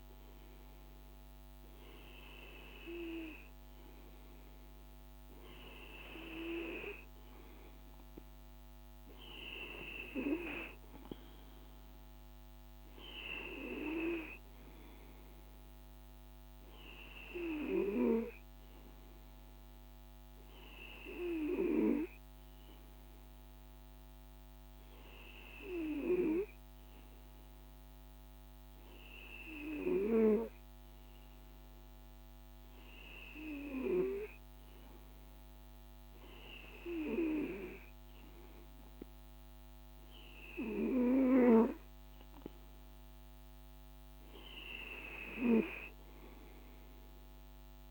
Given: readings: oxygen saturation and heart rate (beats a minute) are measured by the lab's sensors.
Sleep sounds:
breathing in sleep by a microphone on the trachea; none
none scored
From the record:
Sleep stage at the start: N2 (light sleep); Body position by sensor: on the right side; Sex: male

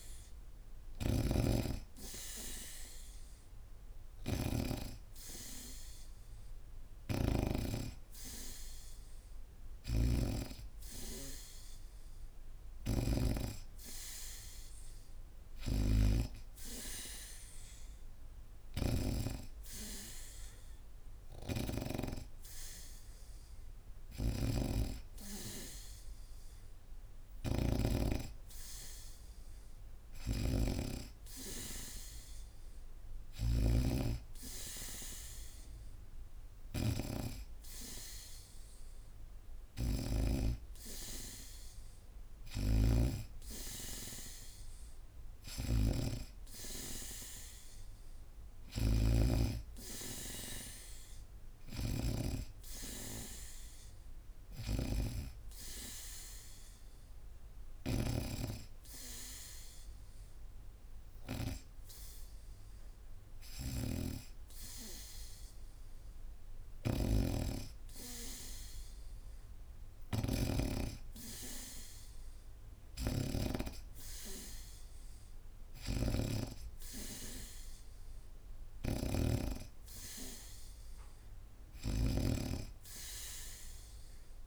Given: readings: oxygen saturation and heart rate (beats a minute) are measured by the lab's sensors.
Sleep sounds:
breathing in sleep by a room microphone; none
0.00-4.50 s: snoring (device-marked)
2.00-15.00 s: oxygen desaturation (device-marked, oxygen 94% before, 91% lowest, heart rate 74 before, 74 extreme)
6.50-13.00 s: snoring (device-marked)
15.00-21.50 s: snoring (device-marked)
23.50-33.50 s: snoring (device-marked)
42.00-58.00 s: snoring (device-marked)
66.50-84.47 s: snoring (device-marked)
75.00-84.47 s: oxygen desaturation (device-marked, oxygen 94% before, 91% lowest, heart rate 73 before, 74 extreme)
77.50-81.00 s: arousal
From the record:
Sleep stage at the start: N2 (light sleep); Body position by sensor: on the back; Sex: female

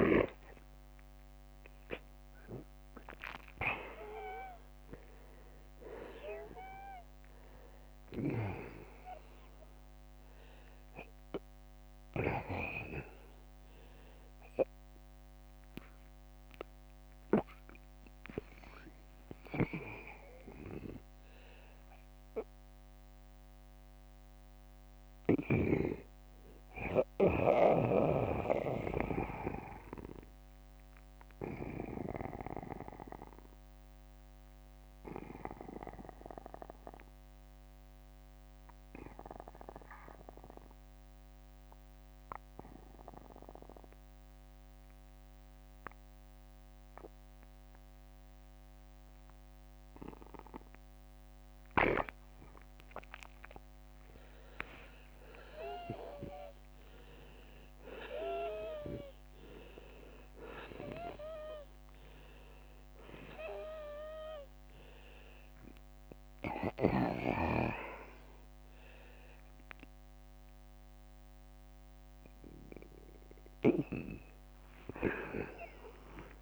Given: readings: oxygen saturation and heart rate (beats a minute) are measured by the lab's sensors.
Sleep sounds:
breathing in sleep by a microphone on the trachea; 1
0.00-1.00 s: long interval between heartbeats (device-marked, heart rate 59 extreme)
0.00-2.50 s: arousal
6.00-36.00 s: oxygen desaturation (device-marked, oxygen 96% before, 85% lowest, heart rate 56 before, 48 extreme)
18.50-23.00 s: arousal
25.50-51.50 s: hypopnea (oxygen 97% before, 80% lowest, heart rate 61 before, 48 extreme, up 9 after)
54.50-58.50 s: arousal
63.00-70.00 s: oxygen desaturation (device-marked, oxygen 95% before, 92% lowest, heart rate 53 before, 64 extreme)
75.00-76.42 s: oxygen desaturation (device-marked, oxygen 93% before, 80% lowest, heart rate 62 before, 46 extreme)
From the record:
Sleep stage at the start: N2 (light sleep); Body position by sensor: on the back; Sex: male

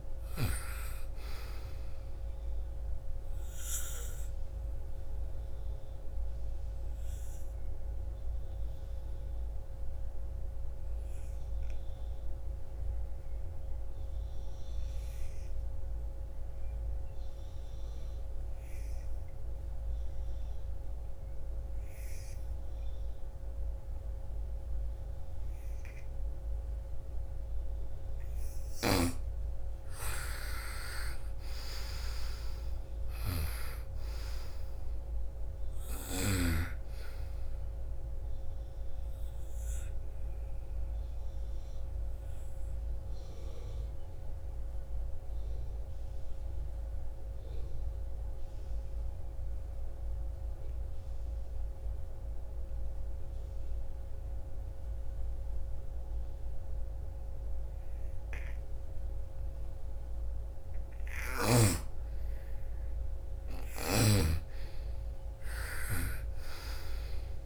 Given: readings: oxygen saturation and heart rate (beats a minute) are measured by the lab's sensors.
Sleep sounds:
breathing in sleep by a room microphone; 2
0.00-14.50 s: oxygen desaturation (device-marked, oxygen 87% lowest, heart rate 54 extreme)
2.00-27.00 s: obstructive apnea (oxygen 97% before, 82% lowest, heart rate 58 before, 54 extreme, up 17 after)
26.50-55.50 s: oxygen desaturation (device-marked, oxygen 98% before, 82% lowest, heart rate 58 before, 56 extreme)
28.00-35.50 s: snoring (device-marked)
29.50-33.00 s: arousal
38.00-59.00 s: obstructive apnea (oxygen 98% before, 82% lowest, heart rate 61 before, 56 extreme, up 12 after)
62.50-66.50 s: arousal
63.00-67.46 s: snoring (device-marked)
From the record:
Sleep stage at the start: N2 (light sleep); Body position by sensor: on the right side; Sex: female

